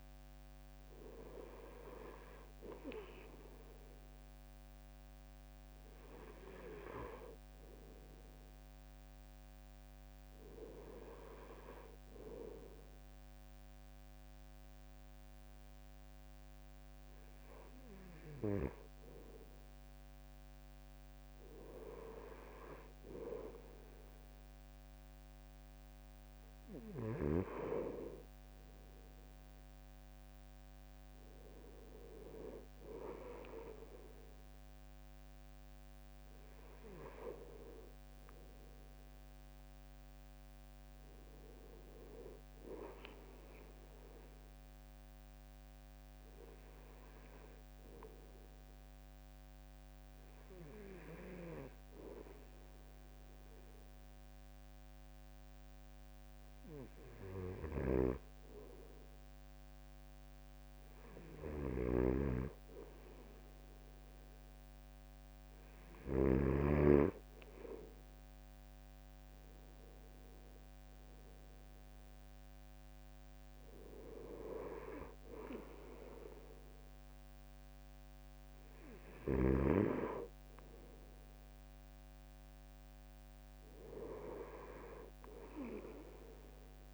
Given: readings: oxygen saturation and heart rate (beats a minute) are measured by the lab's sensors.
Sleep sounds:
breathing in sleep by a microphone on the trachea; none
57.00-66.00 s: snoring (device-marked)
From the record:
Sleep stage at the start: N2 (light sleep); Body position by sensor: on the right side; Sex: male

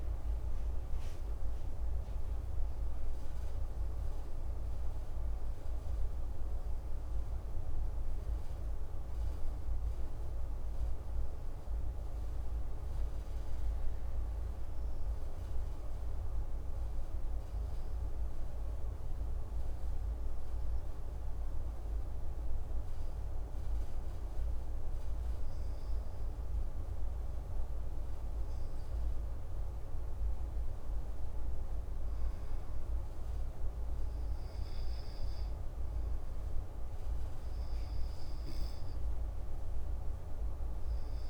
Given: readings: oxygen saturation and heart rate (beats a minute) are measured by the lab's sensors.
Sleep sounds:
breathing in sleep, hard to hear, by a room microphone; 1
15.00-29.50 s: hypopnea (oxygen 95% before, 94% lowest)
30.50-34.50 s: arousal
From the record:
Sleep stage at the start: N2 (light sleep); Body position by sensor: on the back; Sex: male

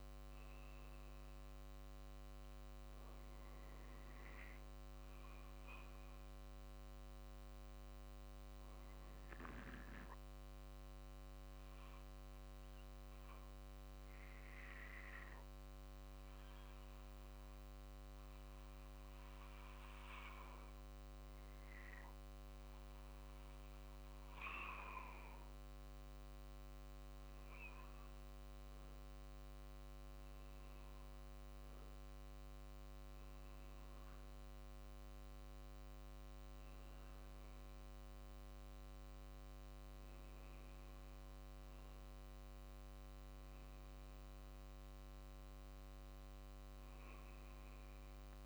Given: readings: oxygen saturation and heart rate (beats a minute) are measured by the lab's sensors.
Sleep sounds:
breathing in sleep, hard to hear, by a microphone on the trachea; 1
0.00-1.50 s: arousal
0.00-9.50 s: drop in pulse transit time (device-marked, heart rate 46 extreme)
7.00-25.50 s: obstructive apnea (oxygen 97% before, 94% lowest, heart rate 51 before, 46 extreme, up 4 after)
30.00-33.50 s: arousal
30.50-45.50 s: drop in pulse transit time (device-marked, heart rate 47 before, 50 extreme)
From the record:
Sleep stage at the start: N2 (light sleep); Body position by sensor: on the back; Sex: male

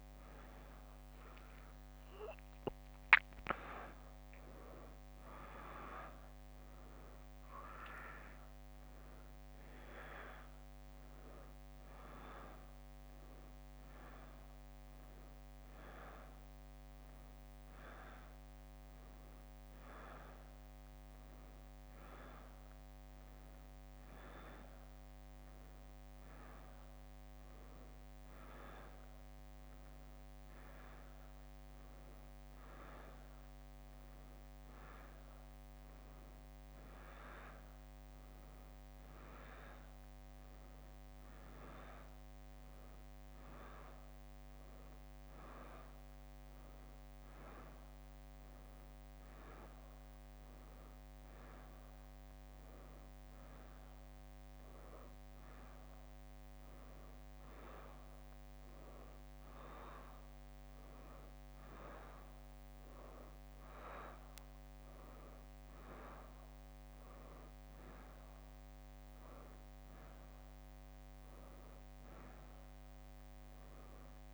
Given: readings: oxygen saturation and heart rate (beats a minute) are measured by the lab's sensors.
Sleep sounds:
a person awake in a sleep study, by a microphone on the trachea; none
0.00-6.00 s: leg movement (device-marked)
3.00-14.00 s: drop in pulse transit time (device-marked, heart rate 64 before, 66 extreme)
22.00-28.50 s: leg movement (device-marked)
30.50-35.50 s: leg movement (device-marked)
50.00-54.50 s: leg movement (device-marked)
56.00-69.00 s: drop in pulse transit time (device-marked, heart rate 64 before, 64 extreme)
56.50-63.00 s: leg movement (device-marked)
65.50-72.50 s: leg movement (device-marked)
From the record:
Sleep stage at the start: awake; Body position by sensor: on the back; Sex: female

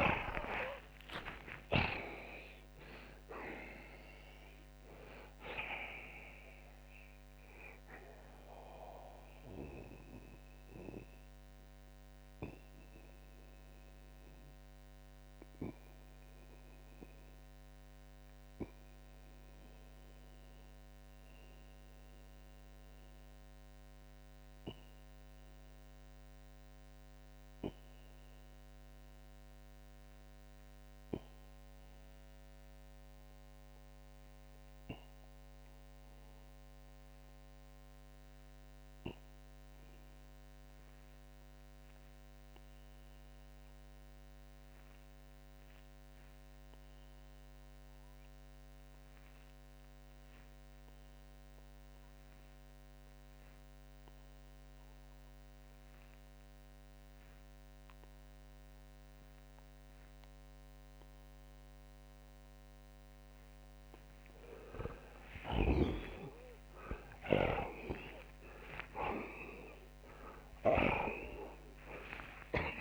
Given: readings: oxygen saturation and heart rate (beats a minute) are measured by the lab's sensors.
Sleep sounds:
breathing in sleep by a microphone on the trachea; 1
7.00-36.00 s: oxygen desaturation (device-marked, oxygen 91% before, 70% lowest)
11.50-64.00 s: mixed apnea (oxygen 92% before, 69% lowest)
63.00-64.00 s: oxygen desaturation (device-marked, oxygen 94% before, 88% lowest)
65.00-70.50 s: snoring (device-marked)
66.50-71.50 s: arousal
From the record:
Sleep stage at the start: REM sleep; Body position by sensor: on the back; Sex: male

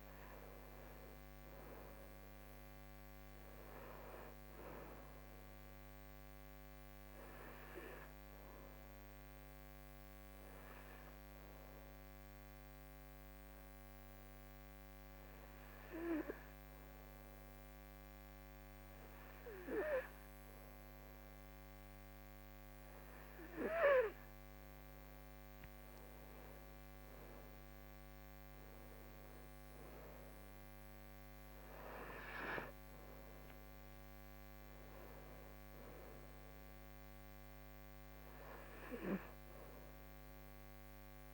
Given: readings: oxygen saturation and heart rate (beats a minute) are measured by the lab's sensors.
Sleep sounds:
breathing in sleep by a microphone on the trachea; 1
9.00-24.50 s: hypopnea (oxygen 93% before, 91% lowest, heart rate 78 before, 75 extreme, up 7 after)
26.50-29.50 s: arousal
28.00-41.34 s: oxygen desaturation (device-marked, oxygen 96% before, 91% lowest, heart rate 77 before, 75 extreme)
From the record:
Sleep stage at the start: N2 (light sleep); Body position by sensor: on the right side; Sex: female

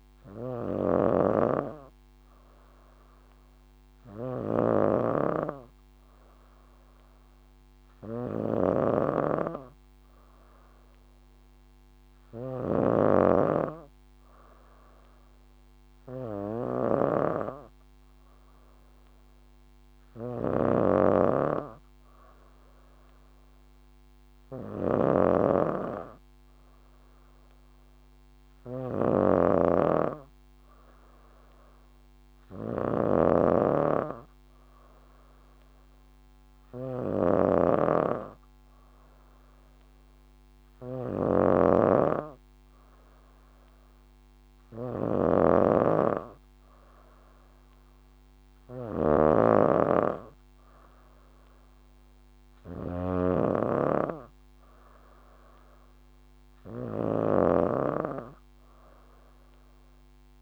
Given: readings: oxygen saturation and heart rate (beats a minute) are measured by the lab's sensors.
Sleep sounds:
breathing in sleep by a microphone on the trachea; none
0.00-60.42 s: snoring (device-marked)
From the record:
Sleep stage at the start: N3 (deep sleep); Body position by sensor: on the back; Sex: female

